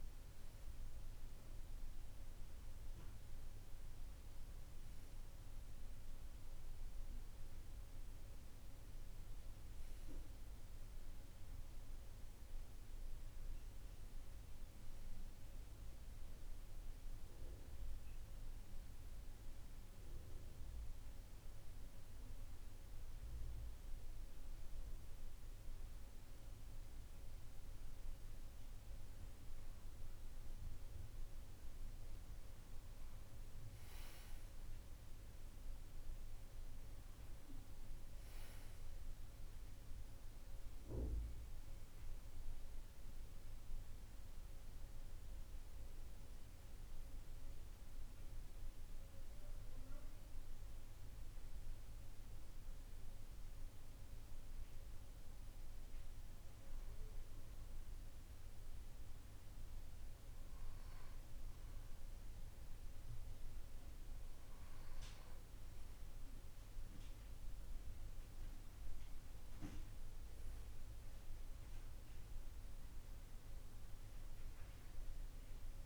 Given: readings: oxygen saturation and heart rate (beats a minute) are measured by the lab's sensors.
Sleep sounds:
breathing in sleep, hard to hear, by a room microphone; 1
14.50-75.85 s: new sleep stage, N2 (light sleep)
19.50-30.00 s: obstructive apnea (oxygen 95% before, 91% lowest, heart rate 58 before, 52 extreme, up 4 after)
31.50-34.50 s: arousal
37.50-49.50 s: oxygen desaturation (device-marked, oxygen 95% before, 91% lowest, heart rate 57 before, 52 extreme)
61.50-65.00 s: arousal
From the record:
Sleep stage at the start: N1 (lightest sleep); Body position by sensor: on the back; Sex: male

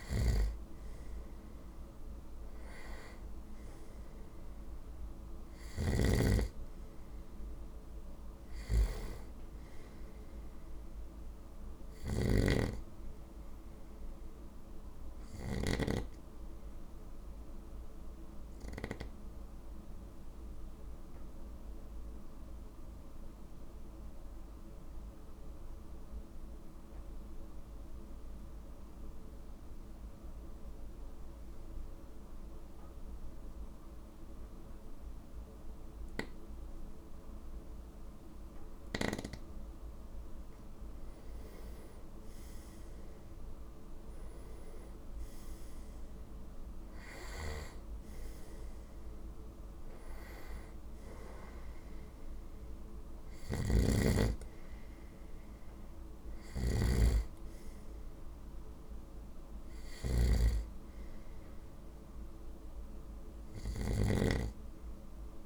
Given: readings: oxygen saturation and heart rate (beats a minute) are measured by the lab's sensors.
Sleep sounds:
breathing in sleep by a room microphone; 1
12.00-15.50 s: snoring (device-marked)
17.00-39.00 s: obstructive apnea (oxygen 97% before, 94% lowest, heart rate 55 before, 48 extreme, up 7 after)
42.00-46.00 s: arousal
53.00-65.46 s: snoring (device-marked)
From the record:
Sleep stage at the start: N2 (light sleep); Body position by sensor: on the right side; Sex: male

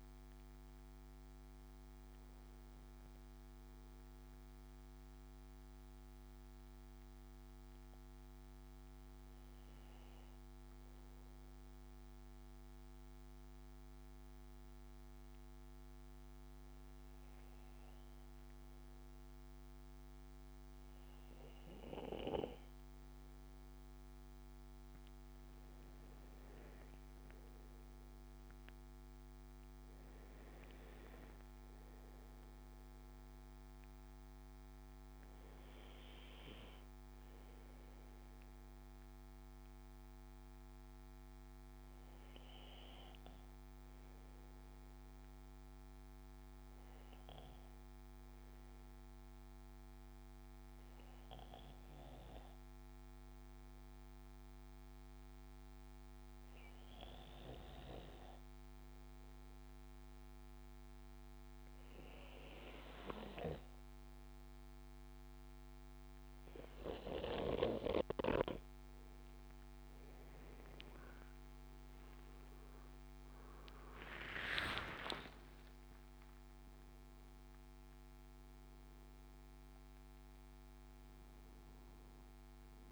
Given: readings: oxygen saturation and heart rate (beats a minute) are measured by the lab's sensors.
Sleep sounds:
breathing in sleep by a microphone on the trachea; 2
0.00-2.00 s: oxygen desaturation (device-marked, oxygen 93% lowest, heart rate 63 extreme)
5.50-23.50 s: obstructive apnea (oxygen 98% before, 94% lowest, heart rate 80 before, 63 extreme, up 18 after)
26.00-30.00 s: arousal
35.50-68.50 s: obstructive apnea (oxygen 99% before, 94% lowest, heart rate 74 before, 62 extreme, up 26 after)
64.00-82.92 s: oxygen desaturation (device-marked, oxygen 98% before, 94% lowest, heart rate 69 before, 62 extreme)
71.00-74.50 s: arousal
74.00-76.00 s: long interval between heartbeats (device-marked, heart rate 72 before, 92 extreme)
From the record:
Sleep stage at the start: N2 (light sleep); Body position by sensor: on the back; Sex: male

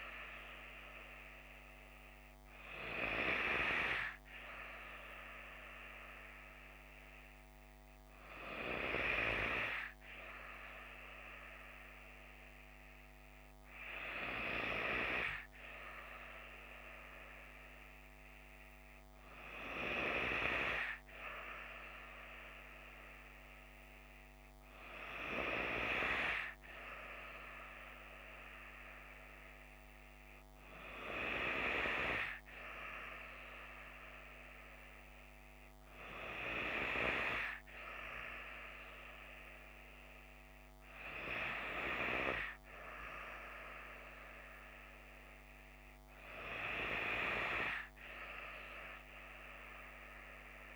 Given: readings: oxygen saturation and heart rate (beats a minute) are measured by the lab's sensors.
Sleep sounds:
breathing in sleep by a microphone on the trachea; none
none scored
From the record:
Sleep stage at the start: N2 (light sleep); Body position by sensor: on the left side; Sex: female

